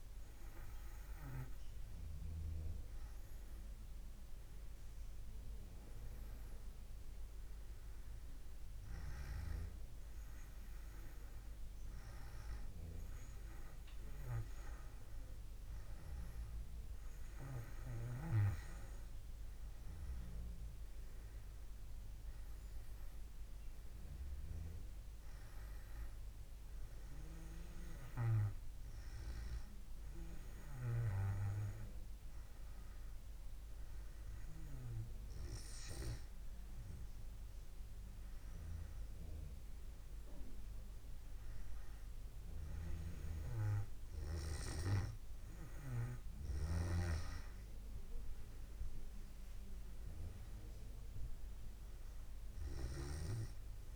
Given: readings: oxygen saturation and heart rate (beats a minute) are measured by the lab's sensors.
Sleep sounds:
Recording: breathing in sleep by a room microphone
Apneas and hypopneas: none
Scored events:
3.50-53.96 s: new sleep stage, N2 (light sleep)
From the record:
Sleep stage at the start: N1 (lightest sleep)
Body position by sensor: on the back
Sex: male

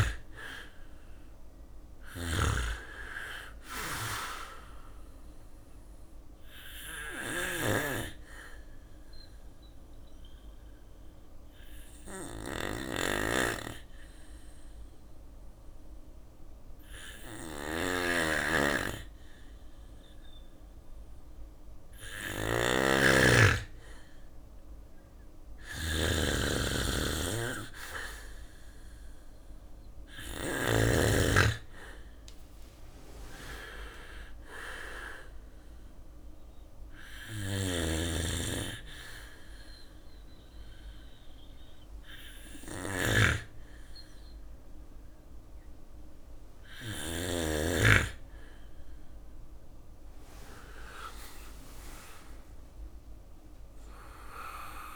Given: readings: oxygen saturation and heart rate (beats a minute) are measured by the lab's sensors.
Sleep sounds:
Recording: breathing in sleep by a room microphone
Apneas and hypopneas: 1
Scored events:
0.00-11.00 s: drop in pulse transit time (device-marked, heart rate 58 before, 56 extreme)
0.00-22.00 s: oxygen desaturation (device-marked, oxygen 98% before, 95% lowest, heart rate 58 before, 55 extreme)
0.00-29.50 s: snoring (device-marked)
3.00-22.00 s: bradycardia (device-marked, heart rate 59 before, 55 extreme)
6.50-19.00 s: obstructive apnea (oxygen 99% before, 95% lowest, heart rate 59 before, 55 extreme, up 4 after)
21.50-25.50 s: arousal
27.00-40.00 s: drop in pulse transit time (device-marked, heart rate 57 before, 60 extreme)
36.00-46.00 s: snoring (device-marked)
37.00-44.00 s: bradycardia (device-marked, heart rate 59 before, 57 extreme)
49.50-53.00 s: arousal
51.00-54.96 s: drop in pulse transit time (device-marked, heart rate 60 before, 55 extreme)
53.00-54.96 s: bradycardia (device-marked, heart rate 59 before, 55 extreme)
From the record:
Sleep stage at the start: N2 (light sleep)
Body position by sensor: on the back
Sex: male

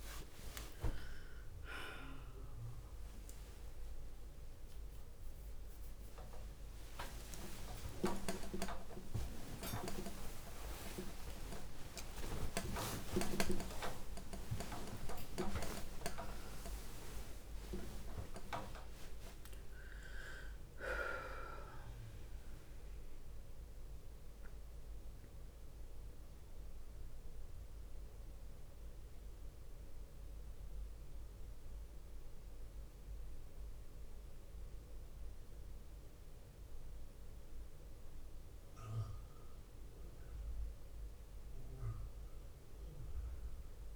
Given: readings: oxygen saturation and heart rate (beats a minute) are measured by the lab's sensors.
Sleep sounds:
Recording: a person awake in a sleep study, by a room microphone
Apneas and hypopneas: none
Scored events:
0.00-8.00 s: oxygen desaturation (device-marked, oxygen 90% lowest, heart rate 59 extreme)
3.00-16.00 s: tachycardia (device-marked, heart rate 57 before, 129 extreme)
6.00-8.00 s: long interval between heartbeats (device-marked, heart rate 103 before, 104 extreme)
8.00-10.00 s: long interval between heartbeats (device-marked, heart rate 106 before, 123 extreme)
13.00-15.00 s: long interval between heartbeats (device-marked, heart rate 104 before, 111 extreme)
15.50-17.50 s: long interval between heartbeats (device-marked, heart rate 100 before, 117 extreme)
38.00-43.96 s: new sleep stage, N1 (lightest sleep)
From the record:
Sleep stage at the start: awake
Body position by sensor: on the back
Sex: female

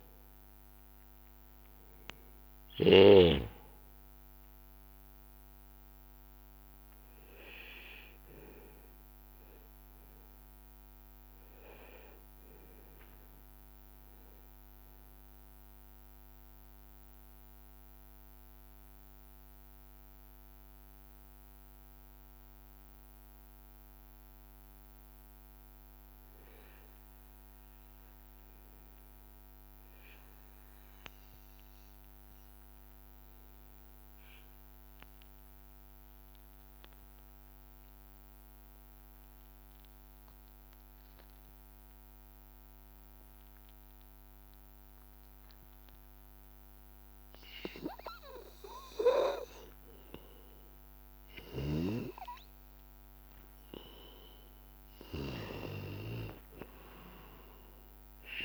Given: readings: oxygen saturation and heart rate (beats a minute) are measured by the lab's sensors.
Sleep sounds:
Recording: breathing in sleep by a microphone on the trachea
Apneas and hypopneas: 1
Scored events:
0.00-10.50 s: oxygen desaturation (device-marked, oxygen 89% lowest, heart rate 82 extreme)
14.00-44.50 s: mixed apnea (oxygen 100% before, 93% lowest, heart rate 86 before, 82 extreme, up 1 after)
34.50-58.45 s: oxygen desaturation (device-marked, oxygen 98% before, 93% lowest, heart rate 83 before, 82 extreme)
47.00-51.50 s: arousal
From the record:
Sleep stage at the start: N2 (light sleep)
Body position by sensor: on the back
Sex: male

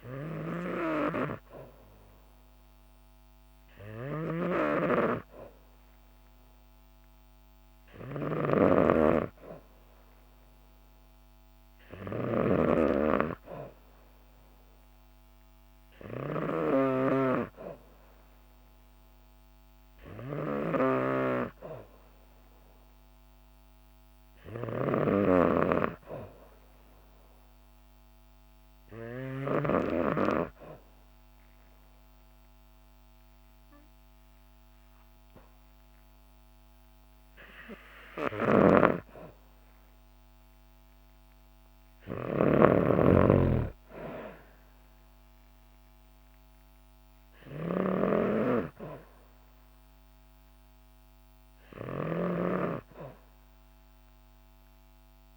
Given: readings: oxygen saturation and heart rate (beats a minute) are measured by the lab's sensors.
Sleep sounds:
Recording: breathing in sleep by a microphone on the trachea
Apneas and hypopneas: none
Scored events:
0.00-29.50 s: snoring (device-marked)
38.00-55.37 s: snoring (device-marked)
From the record:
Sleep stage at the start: N2 (light sleep)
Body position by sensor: on the back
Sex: female

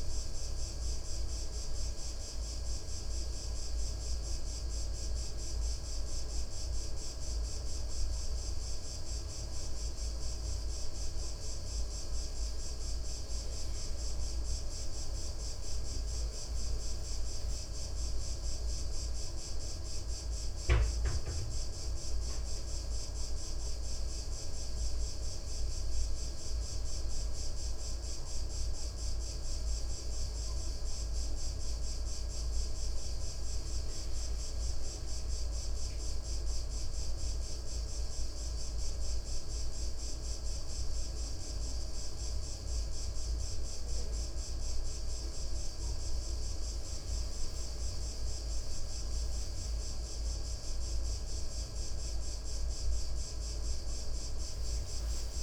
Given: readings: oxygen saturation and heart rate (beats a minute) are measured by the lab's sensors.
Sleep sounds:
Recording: breathing in sleep, hard to hear, by a room microphone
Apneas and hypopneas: 2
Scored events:
0.00-1.50 s: tachycardia (device-marked, heart rate 168 extreme)
1.50-13.50 s: hypopnea (oxygen 96% before, 93% lowest, heart rate 103 before, 47 extreme, up 52 after)
12.50-16.50 s: tachycardia (device-marked, heart rate 65 before, 108 extreme)
15.00-18.50 s: arousal
36.50-47.50 s: central apnea (oxygen 97% before, 93% lowest, heart rate 72 before, 60 extreme, up 58 after)
48.50-51.50 s: tachycardia (device-marked, heart rate 66 before, 101 extreme)
51.50-55.43 s: new sleep stage, awake
52.50-55.43 s: tachycardia (device-marked, heart rate 66 before, 139 extreme)
From the record:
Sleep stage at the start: N2 (light sleep)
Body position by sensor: on the back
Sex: male

